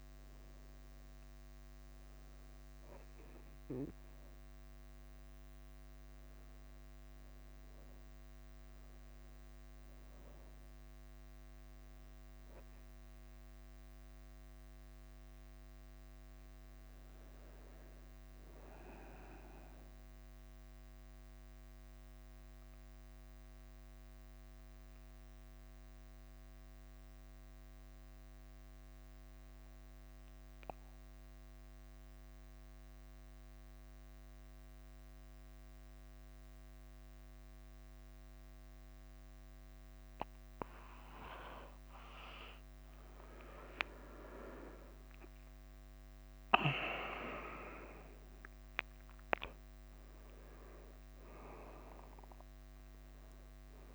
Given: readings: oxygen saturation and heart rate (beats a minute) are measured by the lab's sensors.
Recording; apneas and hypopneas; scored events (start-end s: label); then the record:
breathing in sleep by a microphone on the trachea; 1
0.00-48.00 s: bradycardia (device-marked, heart rate 40 extreme)
16.00-19.00 s: arousal
21.50-41.00 s: obstructive apnea (oxygen 99% before, 94% lowest, heart rate 49 before, 40 extreme, up 16 after)
42.50-47.00 s: arousal
51.00-53.95 s: oxygen desaturation (device-marked, oxygen 98% before, 95% lowest, heart rate 48 before, 43 extreme)
52.00-53.95 s: bradycardia (device-marked, heart rate 50 before, 43 extreme)
From the record:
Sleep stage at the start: N2 (light sleep); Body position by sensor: on the back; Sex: male